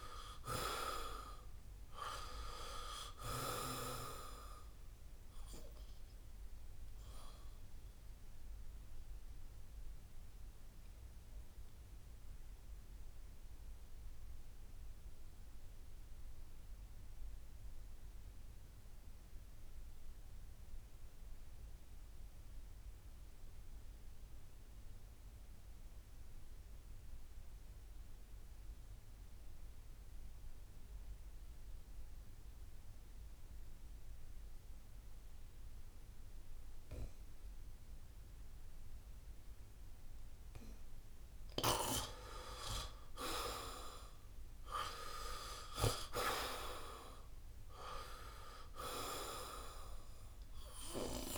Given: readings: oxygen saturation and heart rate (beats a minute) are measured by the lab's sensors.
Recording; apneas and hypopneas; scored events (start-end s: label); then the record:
breathing in sleep by a room microphone; 1
0.00-25.00 s: oxygen desaturation (device-marked, oxygen 78% lowest, heart rate 67 extreme)
8.50-41.00 s: obstructive apnea (oxygen 96% before, 77% lowest, heart rate 73 before, 67 extreme, up 12 after)
27.00-51.38 s: oxygen desaturation (device-marked, oxygen 97% before, 77% lowest, heart rate 69 before, 66 extreme)
43.50-46.50 s: arousal
From the record:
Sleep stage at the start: N2 (light sleep); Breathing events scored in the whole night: 241 in 3.6 hours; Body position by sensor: on the back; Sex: male